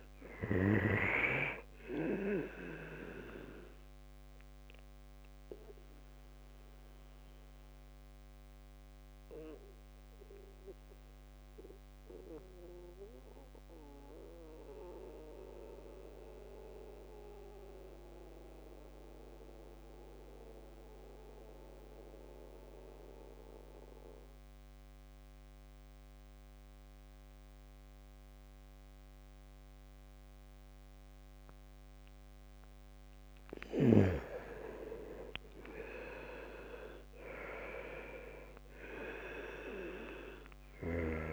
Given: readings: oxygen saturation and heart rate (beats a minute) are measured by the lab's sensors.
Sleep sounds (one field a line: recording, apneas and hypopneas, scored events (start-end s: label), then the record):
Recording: breathing in sleep by a microphone on the trachea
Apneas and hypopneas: 1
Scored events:
0.00-20.00 s: oxygen desaturation (device-marked, oxygen 77% lowest, heart rate 59 extreme)
4.50-33.00 s: mixed apnea (oxygen 100% before, 77% lowest, heart rate 68 before, 59 extreme, up 3 after)
33.00-41.33 s: oxygen desaturation (device-marked, oxygen 99% before, 81% lowest, heart rate 65 before, 60 extreme)
34.00-37.50 s: arousal
From the record:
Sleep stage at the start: N2 (light sleep)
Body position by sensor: on the back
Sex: male